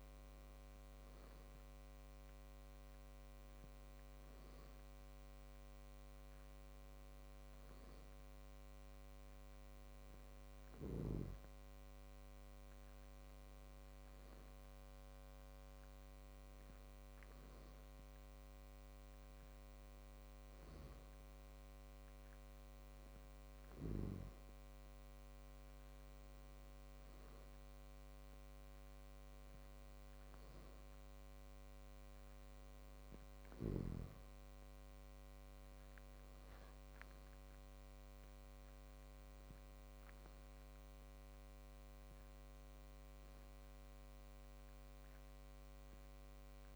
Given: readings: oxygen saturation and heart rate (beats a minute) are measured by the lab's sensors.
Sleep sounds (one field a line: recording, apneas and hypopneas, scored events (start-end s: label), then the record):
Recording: breathing in sleep, hard to hear, by a microphone on the trachea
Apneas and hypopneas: none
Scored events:
none scored
From the record:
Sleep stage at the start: N2 (light sleep)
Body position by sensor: on the back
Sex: male